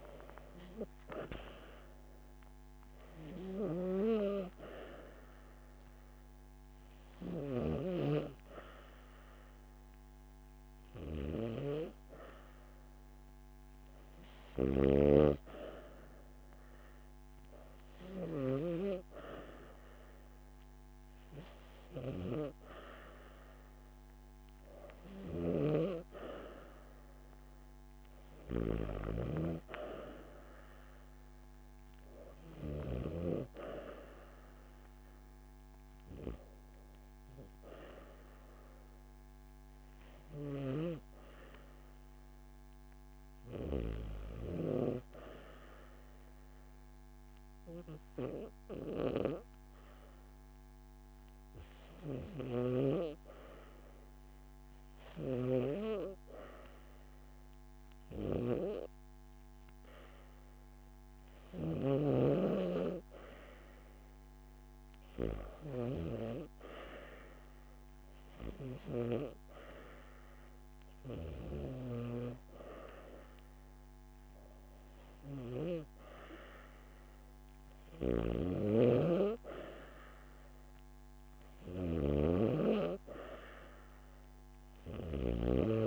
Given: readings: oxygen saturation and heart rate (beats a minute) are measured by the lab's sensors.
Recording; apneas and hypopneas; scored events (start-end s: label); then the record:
breathing in sleep by a microphone on the trachea; 2
0.00-17.50 s: oxygen desaturation (device-marked, oxygen 89% lowest)
4.00-15.00 s: hypopnea (oxygen 93% before, 89% lowest)
5.50-7.50 s: long interval between heartbeats (device-marked)
9.50-11.50 s: drop in pulse transit time (device-marked)
17.50-21.00 s: arousal
39.50-43.50 s: arousal
46.00-62.00 s: hypopnea (oxygen 94% before, 86% lowest)
60.50-83.50 s: oxygen desaturation (device-marked, oxygen 94% before, 86% lowest)
63.50-67.00 s: arousal
75.00-77.00 s: long interval between heartbeats (device-marked)
From the record:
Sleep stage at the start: N2 (light sleep); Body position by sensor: on the back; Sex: female